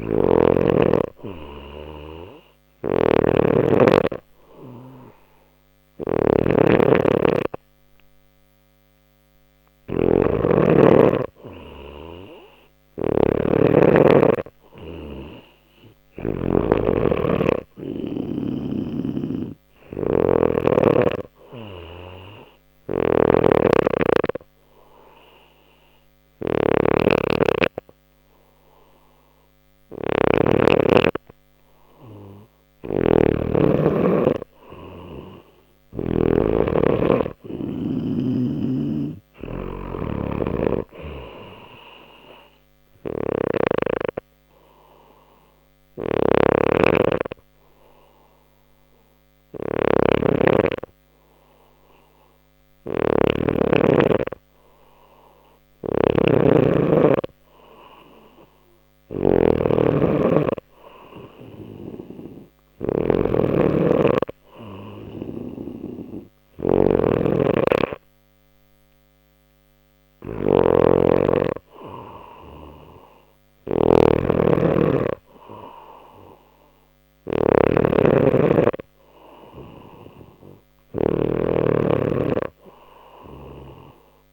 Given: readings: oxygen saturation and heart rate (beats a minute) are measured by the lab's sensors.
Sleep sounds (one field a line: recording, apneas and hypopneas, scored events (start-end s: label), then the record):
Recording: breathing in sleep by a microphone on the trachea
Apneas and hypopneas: 1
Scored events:
0.00-16.50 s: snoring (device-marked)
18.50-36.00 s: snoring (device-marked)
36.00-39.00 s: arousal
38.00-43.50 s: snoring (device-marked)
43.00-53.50 s: hypopnea (oxygen 94% before, 90% lowest, heart rate 61 before, 60 extreme, up 1 after)
45.50-84.33 s: snoring (device-marked)
55.50-59.00 s: arousal
58.50-70.50 s: oxygen desaturation (device-marked, oxygen 93% before, 90% lowest, heart rate 60 before, 60 extreme)
From the record:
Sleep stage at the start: N2 (light sleep)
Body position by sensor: on the back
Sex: male